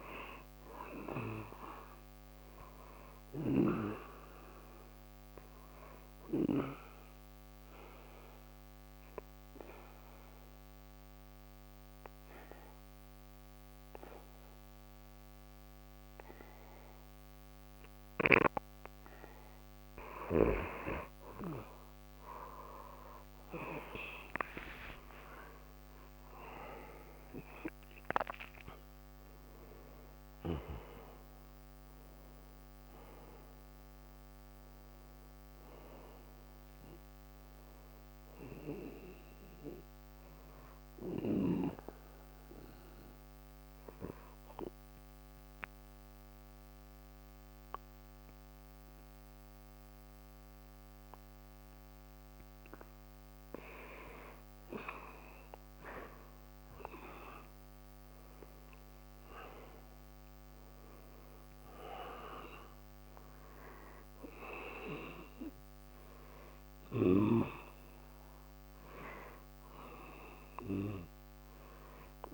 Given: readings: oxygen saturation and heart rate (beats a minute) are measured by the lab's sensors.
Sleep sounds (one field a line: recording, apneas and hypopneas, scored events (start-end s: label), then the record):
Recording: breathing in sleep by a microphone on the trachea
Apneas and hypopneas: 2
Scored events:
0.50-11.50 s: oxygen desaturation (device-marked, oxygen 97% before, 93% lowest, heart rate 67 before, 63 extreme)
7.00-19.50 s: obstructive apnea (oxygen 97% before, 88% lowest, heart rate 64 before, 63 extreme, up 19 after)
10.50-72.34 s: new sleep stage, N2 (light sleep)
22.00-27.50 s: arousal
24.50-52.50 s: oxygen desaturation (device-marked, oxygen 95% before, 88% lowest, heart rate 64 before, 61 extreme)
41.00-54.00 s: obstructive apnea (oxygen 95% before, 88% lowest, heart rate 71 before, 61 extreme, up 3 after)
55.50-59.50 s: arousal
64.50-72.34 s: oxygen desaturation (device-marked, oxygen 97% before, 91% lowest, heart rate 63 before, 63 extreme)
From the record:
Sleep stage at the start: N1 (lightest sleep)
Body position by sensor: on the back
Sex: male